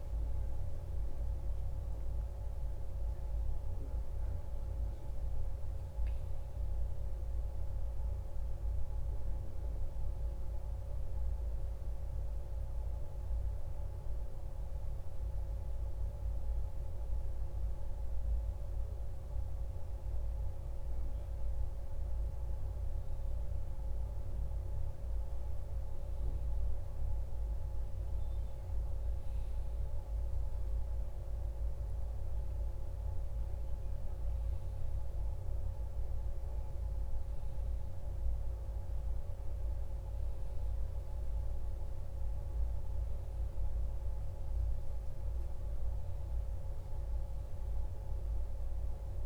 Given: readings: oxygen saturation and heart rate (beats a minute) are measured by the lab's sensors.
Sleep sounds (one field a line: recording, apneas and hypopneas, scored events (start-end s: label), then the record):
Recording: a person awake in a sleep study, hard to hear, by a room microphone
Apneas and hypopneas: none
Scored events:
none scored
From the record:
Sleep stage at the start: awake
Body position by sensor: on the back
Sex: male